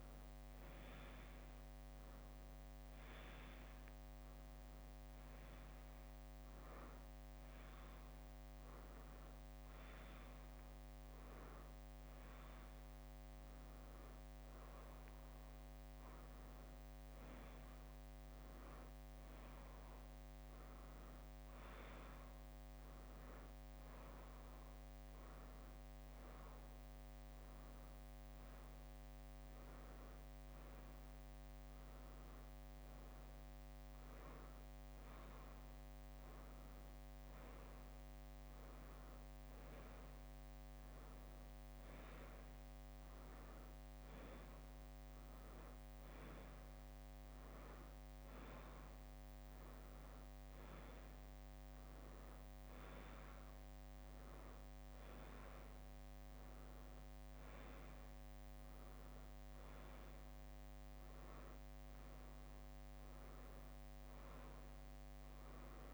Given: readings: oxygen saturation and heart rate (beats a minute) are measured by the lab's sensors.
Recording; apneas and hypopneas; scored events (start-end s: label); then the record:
a person awake in a sleep study, hard to hear, by a microphone on the trachea; none
13.00-24.00 s: drop in pulse transit time (device-marked, heart rate 66 before, 62 extreme)
53.00-55.00 s: bradycardia (device-marked, heart rate 64 before, 62 extreme)
54.00-61.00 s: leg movement (device-marked)
From the record:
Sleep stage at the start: awake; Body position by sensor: on the right side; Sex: female